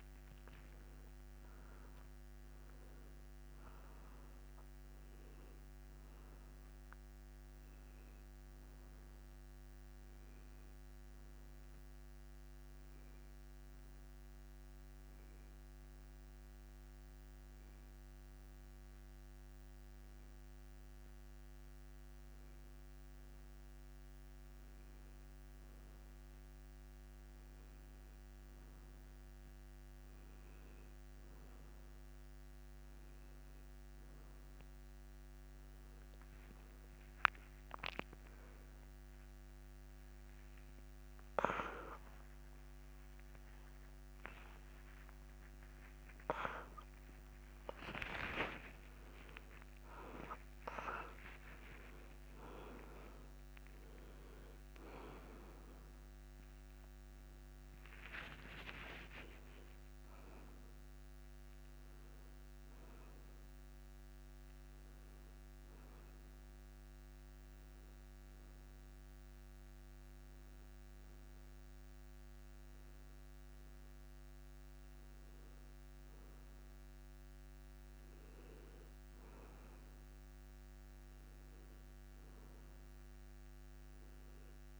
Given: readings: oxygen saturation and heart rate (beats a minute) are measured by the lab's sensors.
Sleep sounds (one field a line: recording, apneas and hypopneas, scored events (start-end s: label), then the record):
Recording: a person awake in a sleep study, by a microphone on the trachea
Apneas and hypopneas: none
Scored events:
none scored
From the record:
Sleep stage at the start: awake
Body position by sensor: on the back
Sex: male